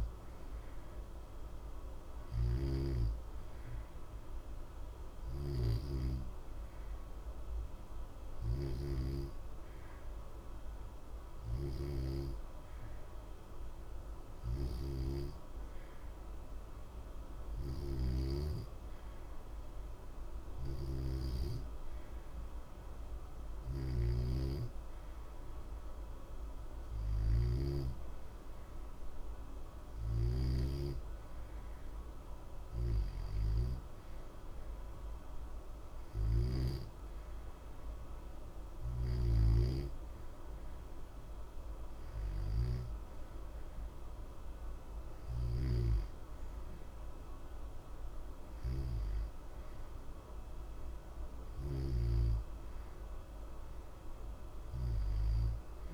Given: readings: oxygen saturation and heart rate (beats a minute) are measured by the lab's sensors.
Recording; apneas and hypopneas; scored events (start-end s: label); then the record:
breathing in sleep by a room microphone; 1
0.00-2.50 s: snoring (device-marked)
2.50-19.50 s: hypopnea (oxygen 90% before, 88% lowest, heart rate 60 before, 60 extreme, up 0 after)
21.50-24.50 s: arousal
26.50-39.00 s: snoring (device-marked)
From the record:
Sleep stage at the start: N2 (light sleep); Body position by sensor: on the back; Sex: male